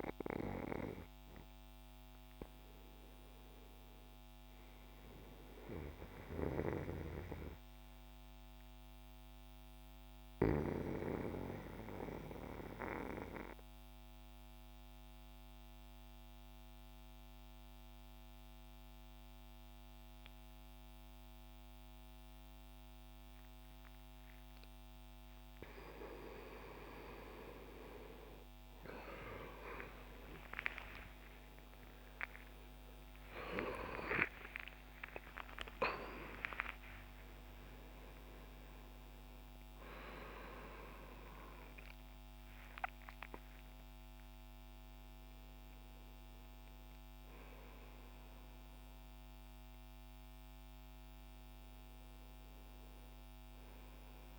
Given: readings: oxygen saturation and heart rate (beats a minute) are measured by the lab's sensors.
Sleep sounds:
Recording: breathing in sleep by a microphone on the trachea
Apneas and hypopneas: 1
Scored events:
1.00-4.00 s: arousal
3.50-7.50 s: oxygen desaturation (device-marked, oxygen 94% before, 91% lowest, heart rate 66 before, 66 extreme)
6.00-24.50 s: mixed apnea (oxygen 94% before, 84% lowest, heart rate 66 before, 66 extreme, up 11 after)
9.50-21.50 s: oxygen desaturation (device-marked, oxygen 94% before, 90% lowest, heart rate 67 before, 67 extreme)
27.50-34.50 s: arousal
27.50-41.50 s: oxygen desaturation (device-marked, oxygen 92% before, 86% lowest, heart rate 68 before, 70 extreme)
32.50-54.39 s: new sleep stage, N1 (lightest sleep)
43.50-54.39 s: oxygen desaturation (device-marked, oxygen 88% before, 84% lowest, heart rate 79 before, 68 extreme)
From the record:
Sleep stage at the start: N2 (light sleep)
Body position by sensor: on the back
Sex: male

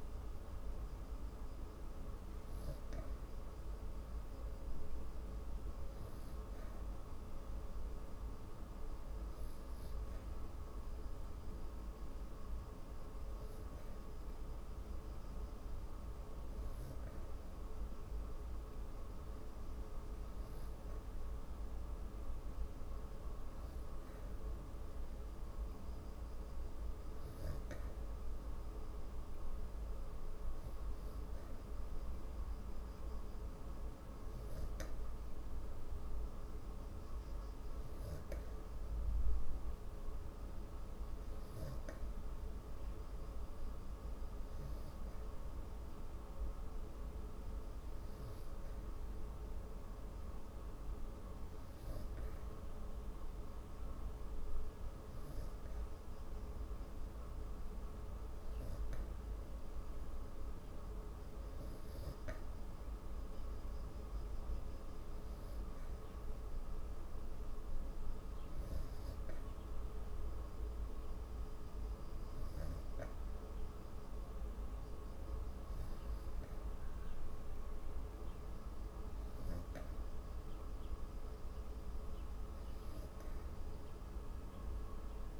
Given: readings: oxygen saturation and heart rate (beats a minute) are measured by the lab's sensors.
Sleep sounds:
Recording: breathing in sleep, hard to hear, by a room microphone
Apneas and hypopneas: none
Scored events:
none scored
From the record:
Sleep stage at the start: N3 (deep sleep)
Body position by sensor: on the back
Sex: female

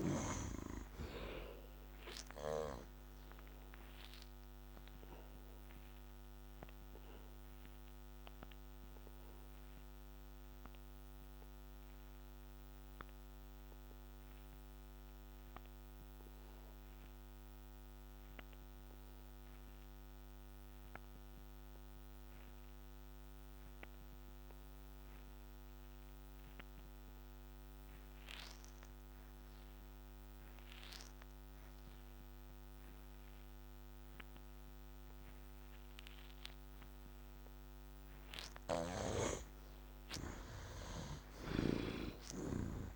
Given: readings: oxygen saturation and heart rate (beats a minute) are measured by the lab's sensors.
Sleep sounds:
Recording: breathing in sleep by a microphone on the trachea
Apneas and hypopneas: 1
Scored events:
0.00-23.50 s: oxygen desaturation (device-marked, oxygen 60% lowest, heart rate 67 extreme)
3.00-36.50 s: obstructive apnea (oxygen 93% before, 59% lowest, heart rate 71 before, 61 extreme, up 30 after)
32.50-42.96 s: oxygen desaturation (device-marked, oxygen 84% before, 59% lowest, heart rate 69 before, 61 extreme)
39.50-42.96 s: arousal
40.50-42.96 s: snoring (device-marked)
From the record:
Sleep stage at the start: N2 (light sleep)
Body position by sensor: on the back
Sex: male

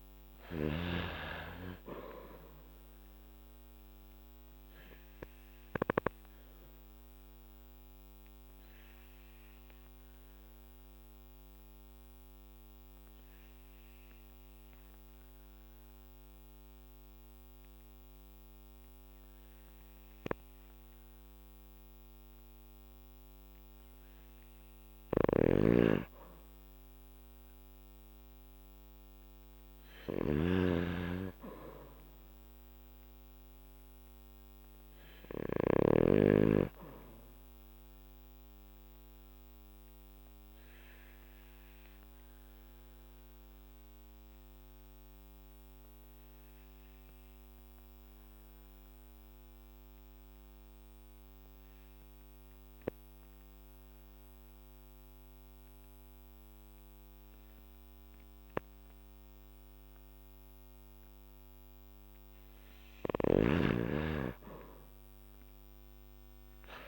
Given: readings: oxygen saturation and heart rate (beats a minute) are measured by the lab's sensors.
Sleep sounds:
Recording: breathing in sleep by a microphone on the trachea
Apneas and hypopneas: 2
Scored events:
0.00-6.00 s: snoring (device-marked)
4.50-24.50 s: obstructive apnea (oxygen 99% before, 92% lowest, heart rate 54 before, 50 extreme, up 4 after)
19.50-35.50 s: oxygen desaturation (device-marked, oxygen 98% before, 92% lowest, heart rate 54 before, 52 extreme)
25.00-36.00 s: snoring (device-marked)
27.50-30.50 s: arousal
39.00-61.50 s: obstructive apnea (oxygen 98% before, 90% lowest, heart rate 53 before, 46 extreme, up 4 after)
52.50-62.50 s: oxygen desaturation (device-marked, oxygen 97% before, 93% lowest, heart rate 55 before, 46 extreme)
From the record:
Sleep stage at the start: N2 (light sleep)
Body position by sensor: on the back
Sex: male

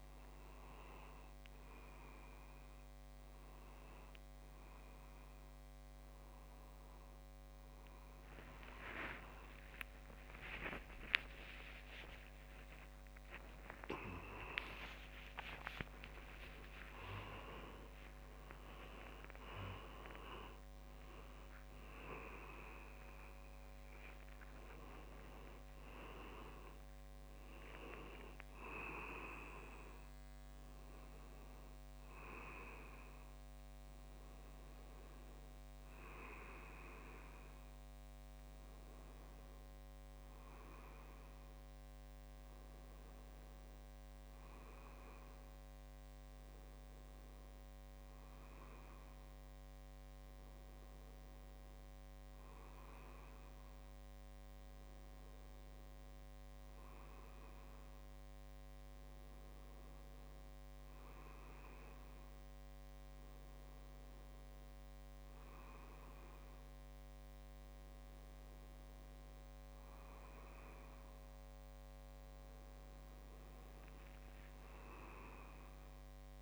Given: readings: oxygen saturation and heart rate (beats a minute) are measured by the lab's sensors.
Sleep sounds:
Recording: a person partly awake in a sleep study, by a microphone on the trachea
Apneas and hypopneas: none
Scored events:
0.00-5.50 s: leg movement (device-marked)
11.50-41.50 s: new sleep stage, awake
41.50-76.42 s: new sleep stage, N1 (lightest sleep)
From the record:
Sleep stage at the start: N1 (lightest sleep)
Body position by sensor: on the right side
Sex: male

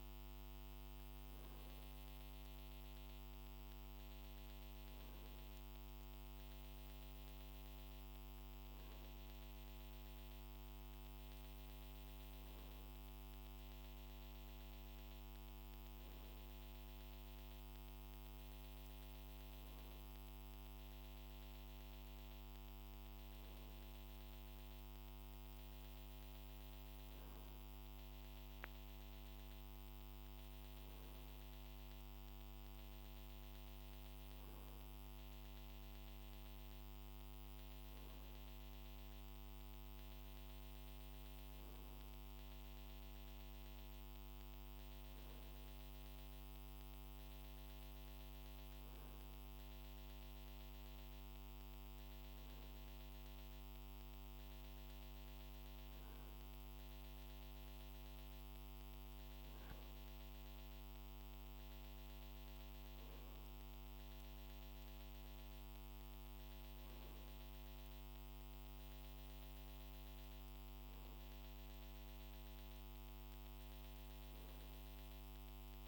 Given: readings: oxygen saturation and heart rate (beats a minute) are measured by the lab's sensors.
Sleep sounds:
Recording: breathing in sleep, hard to hear, by a microphone on the trachea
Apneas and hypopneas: none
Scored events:
none scored
From the record:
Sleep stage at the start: N2 (light sleep)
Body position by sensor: on the right side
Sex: male

